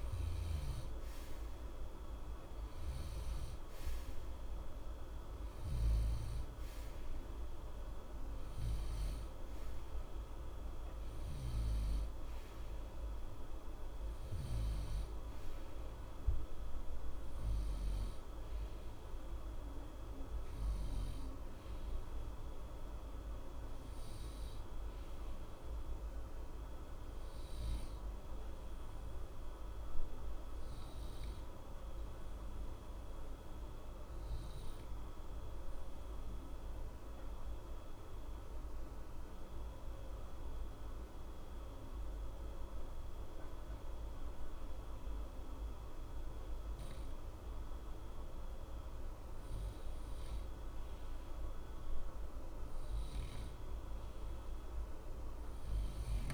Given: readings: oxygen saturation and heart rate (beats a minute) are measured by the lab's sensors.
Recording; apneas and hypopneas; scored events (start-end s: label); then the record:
breathing in sleep, hard to hear, by a room microphone; 1
26.00-50.50 s: obstructive apnea (oxygen 93% before, 90% lowest, heart rate 60 before, 60 extreme, up 4 after)
53.50-56.34 s: arousal
From the record:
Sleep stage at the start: N2 (light sleep); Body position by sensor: on the right side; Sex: male